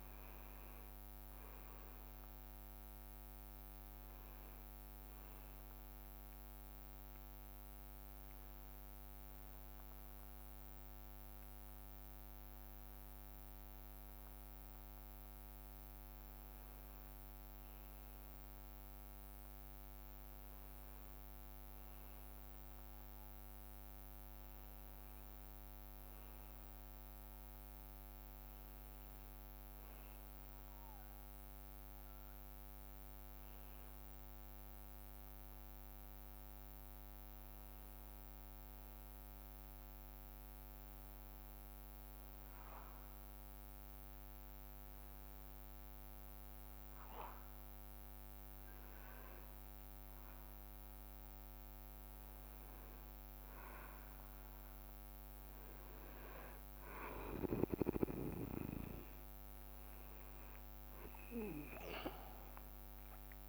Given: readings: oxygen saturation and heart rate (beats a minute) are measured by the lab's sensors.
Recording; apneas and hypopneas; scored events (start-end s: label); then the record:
breathing in sleep by a microphone on the trachea; 2
0.00-4.00 s: leg movement (device-marked)
0.00-13.50 s: oxygen desaturation (device-marked, oxygen 94% lowest, heart rate 56 extreme)
5.00-16.00 s: hypopnea (oxygen 98% before, 94% lowest, heart rate 63 before, 56 extreme, up 5 after)
19.50-23.50 s: arousal
37.50-49.50 s: hypopnea (oxygen 99% before, 95% lowest, heart rate 59 before, 58 extreme, up 5 after)
60.50-63.49 s: leg movement (device-marked)
62.00-63.49 s: arousal
From the record:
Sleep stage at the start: N2 (light sleep); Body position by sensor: on the back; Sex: male